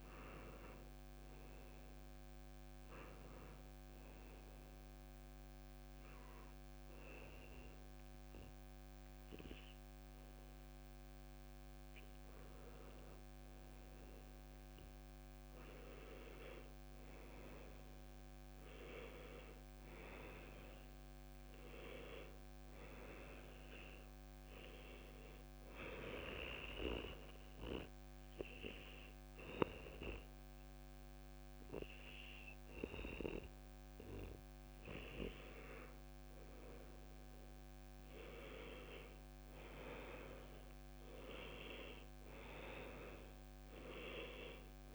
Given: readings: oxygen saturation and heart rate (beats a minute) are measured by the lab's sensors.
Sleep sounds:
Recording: breathing in sleep by a microphone on the trachea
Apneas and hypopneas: 2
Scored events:
3.00-13.00 s: hypopnea (oxygen 95% before, 90% lowest, heart rate 77 before, 73 extreme)
17.00-20.50 s: arousal
24.00-37.00 s: oxygen desaturation (device-marked, oxygen 95% before, 90% lowest, heart rate 75 before, 74 extreme)
26.00-36.00 s: hypopnea (oxygen 95% before, 90% lowest, heart rate 75 before, 74 extreme, up 2 after)
38.00-42.00 s: arousal
From the record:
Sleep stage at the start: N1 (lightest sleep)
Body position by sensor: on the back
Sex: male

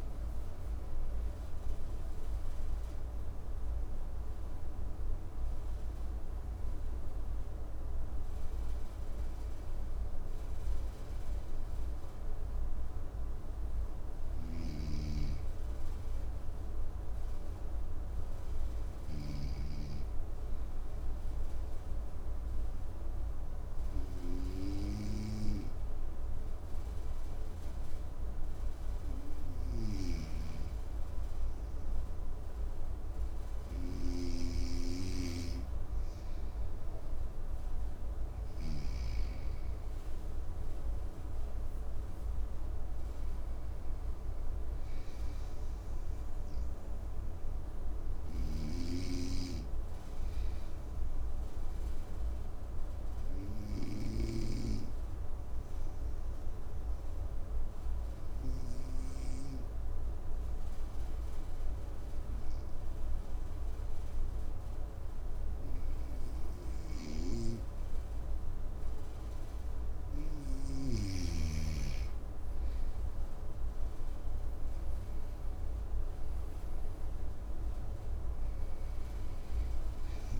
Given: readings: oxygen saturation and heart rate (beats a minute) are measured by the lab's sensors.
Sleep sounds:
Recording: breathing in sleep by a room microphone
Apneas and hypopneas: 2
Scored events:
0.00-25.00 s: oxygen desaturation (device-marked, oxygen 93% lowest, heart rate 56 extreme)
18.50-33.50 s: hypopnea (oxygen 98% before, 93% lowest, heart rate 63 before, 56 extreme, up 5 after)
18.50-38.50 s: snoring (device-marked)
37.50-42.50 s: arousal
51.50-70.00 s: obstructive apnea (oxygen 99% before, 94% lowest, heart rate 60 before, 56 extreme, up 7 after)
73.50-77.00 s: arousal
From the record:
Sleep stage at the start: N2 (light sleep)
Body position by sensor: on the right side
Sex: male

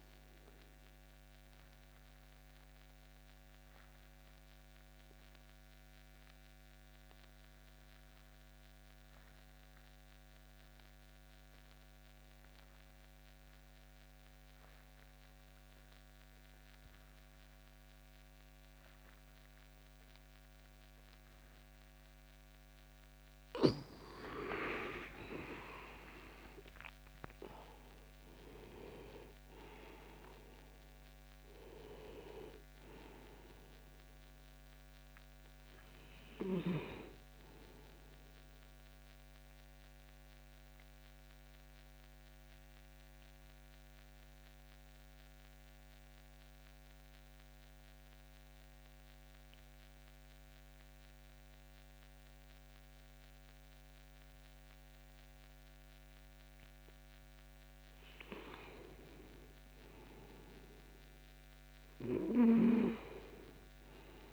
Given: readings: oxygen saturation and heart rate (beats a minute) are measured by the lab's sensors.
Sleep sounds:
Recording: breathing in sleep by a microphone on the trachea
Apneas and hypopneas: 2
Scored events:
0.00-17.00 s: oxygen desaturation (device-marked, oxygen 94% lowest)
0.50-22.50 s: obstructive apnea (oxygen 99% before, 93% lowest)
23.50-27.00 s: arousal
29.00-53.00 s: oxygen desaturation (device-marked, oxygen 97% before, 93% lowest)
38.00-58.00 s: obstructive apnea (oxygen 98% before, 93% lowest)
59.00-63.00 s: arousal
From the record:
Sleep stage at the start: N2 (light sleep)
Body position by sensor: on the back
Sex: male

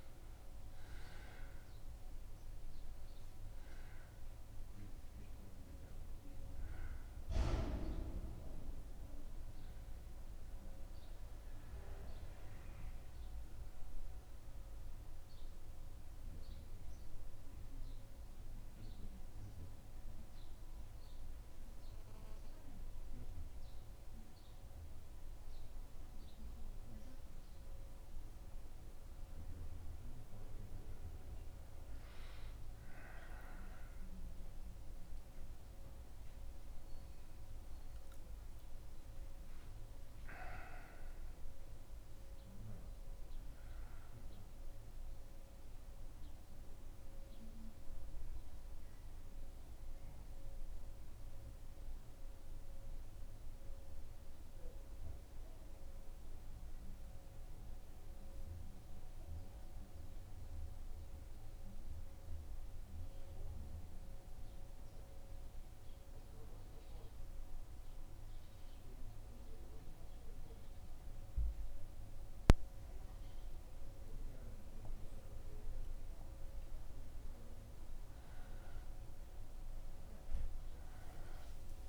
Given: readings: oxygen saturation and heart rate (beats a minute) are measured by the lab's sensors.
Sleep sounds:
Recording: breathing in sleep, hard to hear, by a room microphone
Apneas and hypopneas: 2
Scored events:
0.00-9.00 s: oxygen desaturation (device-marked, oxygen 94% lowest, heart rate 73 extreme)
16.50-31.00 s: central apnea (oxygen 96% before, 90% lowest, heart rate 76 before, 72 extreme, up 2 after)
30.00-47.00 s: oxygen desaturation (device-marked, oxygen 95% before, 91% lowest, heart rate 74 before, 72 extreme)
33.00-37.50 s: arousal
46.00-75.50 s: central apnea (oxygen 95% before, 90% lowest, heart rate 76 before, 75 extreme, up 1 after)
66.00-81.89 s: new sleep stage, N2 (light sleep)
78.50-81.89 s: arousal
From the record:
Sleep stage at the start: N1 (lightest sleep)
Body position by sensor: on the back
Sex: male

